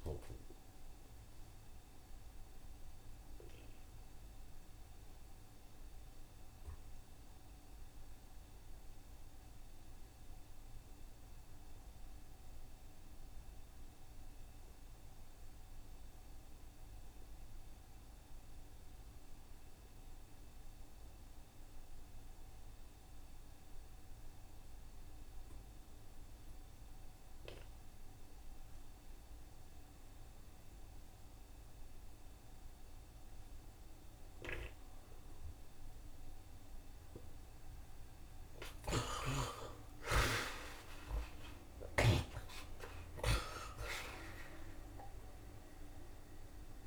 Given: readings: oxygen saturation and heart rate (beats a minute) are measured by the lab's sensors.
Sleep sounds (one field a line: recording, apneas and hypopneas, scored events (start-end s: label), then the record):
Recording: breathing in sleep by a room microphone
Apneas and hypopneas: 1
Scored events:
0.00-2.00 s: long interval between heartbeats (device-marked, heart rate 79 before, 120 extreme)
0.00-2.00 s: tachycardia (device-marked, heart rate 121 extreme)
0.00-14.00 s: oxygen desaturation (device-marked, oxygen 47% lowest, heart rate 57 extreme)
1.50-37.00 s: mixed apnea (oxygen 84% before, 47% lowest, heart rate 82 before, 57 extreme, up 50 after)
16.00-46.87 s: oxygen desaturation (device-marked, oxygen 84% before, 55% lowest, heart rate 92 before, 39 extreme)
24.50-26.50 s: long interval between heartbeats (device-marked, heart rate 79 before, 76 extreme)
25.00-29.00 s: bradycardia (device-marked, heart rate 82 before, 57 extreme)
26.50-28.50 s: long interval between heartbeats (device-marked, heart rate 76 before, 67 extreme)
37.50-39.50 s: long interval between heartbeats (device-marked, heart rate 70 before, 85 extreme)
39.00-42.50 s: arousal
43.00-45.00 s: long interval between heartbeats (device-marked, heart rate 76 before, 100 extreme)
From the record:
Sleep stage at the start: N2 (light sleep)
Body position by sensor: on the right side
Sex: male